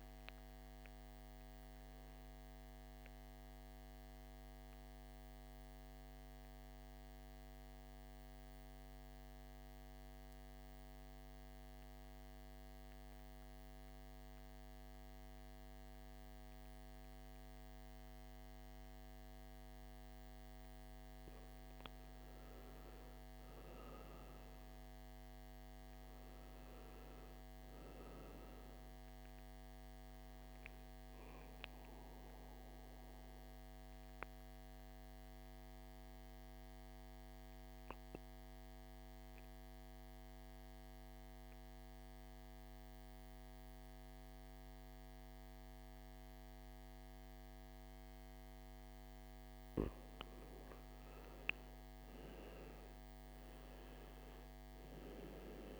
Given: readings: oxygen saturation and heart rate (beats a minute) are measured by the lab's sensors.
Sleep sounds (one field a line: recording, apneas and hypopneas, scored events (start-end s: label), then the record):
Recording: breathing in sleep, hard to hear, by a microphone on the trachea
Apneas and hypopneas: 2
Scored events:
0.00-13.00 s: oxygen desaturation (device-marked, oxygen 84% lowest, heart rate 53 extreme)
5.50-20.00 s: mixed apnea (oxygen 98% before, 84% lowest, heart rate 65 before, 54 extreme, up 7 after)
22.50-27.00 s: arousal
30.00-49.00 s: oxygen desaturation (device-marked, oxygen 98% before, 90% lowest, heart rate 57 before, 54 extreme)
31.50-47.50 s: obstructive apnea (oxygen 98% before, 83% lowest, heart rate 57 before, 54 extreme, up 2 after)
50.50-55.50 s: arousal
From the record:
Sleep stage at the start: N2 (light sleep)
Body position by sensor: on the back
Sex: male